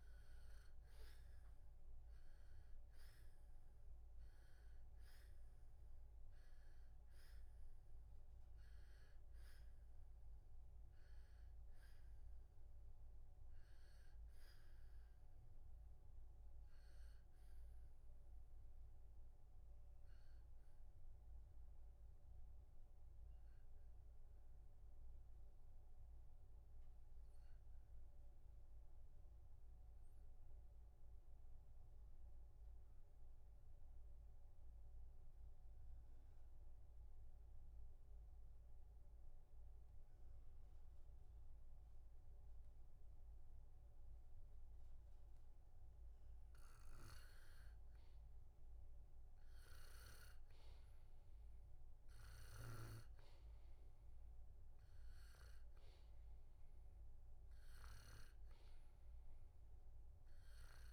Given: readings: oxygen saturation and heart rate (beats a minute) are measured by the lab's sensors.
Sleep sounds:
breathing in sleep, hard to hear, by a room microphone; 1
0.00-5.50 s: arousal
20.00-44.50 s: obstructive apnea (oxygen 97% before, 90% lowest, heart rate 65 before, 62 extreme, up 4 after)
47.00-51.00 s: arousal
51.00-60.93 s: oxygen desaturation (device-marked, oxygen 97% before, 90% lowest, heart rate 64 before, 60 extreme)
From the record:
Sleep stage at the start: N2 (light sleep); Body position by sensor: on the back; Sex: male

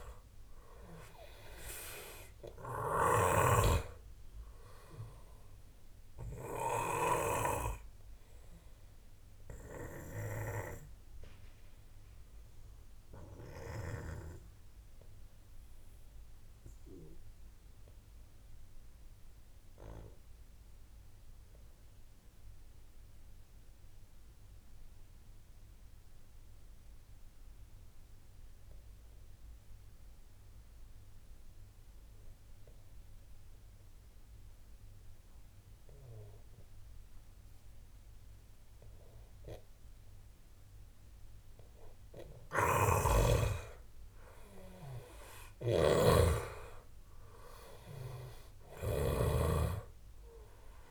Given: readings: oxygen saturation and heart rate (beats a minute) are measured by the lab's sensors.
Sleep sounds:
breathing in sleep by a room microphone; 1
0.00-2.50 s: arousal
0.00-6.00 s: oxygen desaturation (device-marked, oxygen 91% lowest, heart rate 26 extreme)
0.00-7.50 s: snoring (device-marked)
7.50-41.50 s: obstructive apnea (oxygen 97% before, 87% lowest)
8.00-24.00 s: oxygen desaturation (device-marked, oxygen 93% before, 88% lowest)
40.00-50.91 s: oxygen desaturation (device-marked, oxygen 96% before, 87% lowest)
42.50-49.50 s: snoring (device-marked)
44.00-47.00 s: arousal
From the record:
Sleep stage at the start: N2 (light sleep); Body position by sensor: on the back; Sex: male

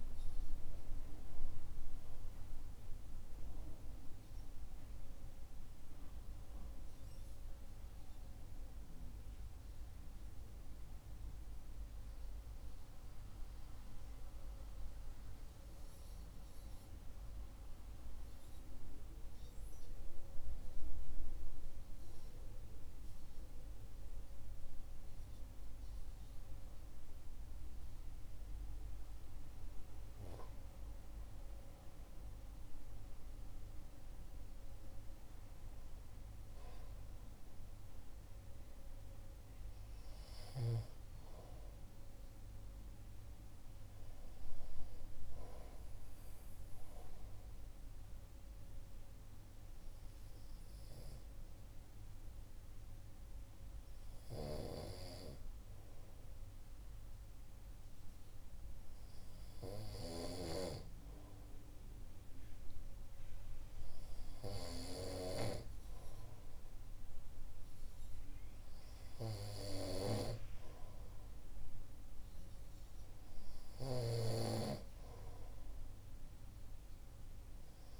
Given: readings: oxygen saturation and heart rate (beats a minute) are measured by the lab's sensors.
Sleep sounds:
breathing in sleep by a room microphone; 1
30.50-35.50 s: arousal
46.00-61.50 s: hypopnea (oxygen 95% before, 92% lowest, heart rate 64 before, 60 extreme, up 4 after)
65.00-78.00 s: new sleep stage, N2 (light sleep)
65.50-69.50 s: arousal
66.00-78.00 s: oxygen desaturation (device-marked, oxygen 95% before, 92% lowest, heart rate 61 before, 61 extreme)
73.50-78.00 s: snoring (device-marked)
From the record:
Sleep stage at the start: N1 (lightest sleep); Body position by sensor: on the right side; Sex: male

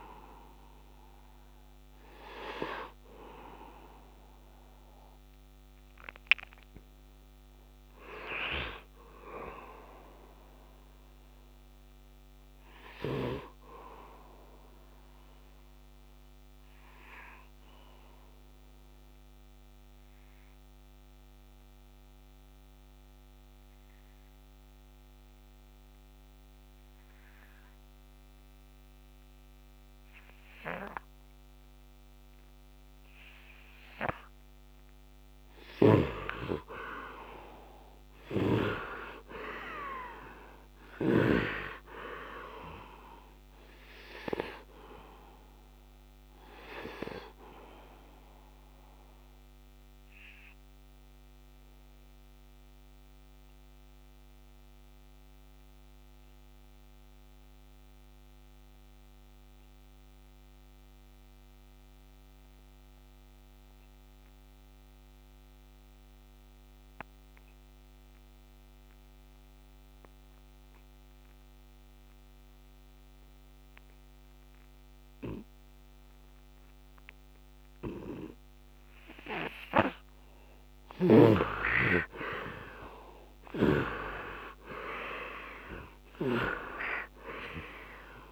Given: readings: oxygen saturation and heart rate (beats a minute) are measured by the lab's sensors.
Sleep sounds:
breathing in sleep by a microphone on the trachea; 2
0.00-17.00 s: oxygen desaturation (device-marked, oxygen 73% lowest, heart rate 70 extreme)
15.00-35.00 s: obstructive apnea (oxygen 85% before, 73% lowest, heart rate 77 before, 67 extreme, up 12 after)
32.00-56.00 s: oxygen desaturation (device-marked, oxygen 100% before, 81% lowest, heart rate 74 before, 67 extreme)
35.00-41.00 s: snoring (device-marked)
37.00-41.00 s: arousal
37.00-88.32 s: new sleep stage, N2 (light sleep)
47.00-79.00 s: obstructive apnea (oxygen 100% before, 69% lowest, heart rate 78 before, 67 extreme, up 7 after)
69.00-88.32 s: oxygen desaturation (device-marked, oxygen 99% before, 69% lowest, heart rate 70 before, 71 extreme)
80.00-83.50 s: snoring (device-marked)
81.50-85.50 s: arousal
85.50-88.32 s: snoring (device-marked)
From the record:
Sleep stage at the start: REM sleep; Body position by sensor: on the right side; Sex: male

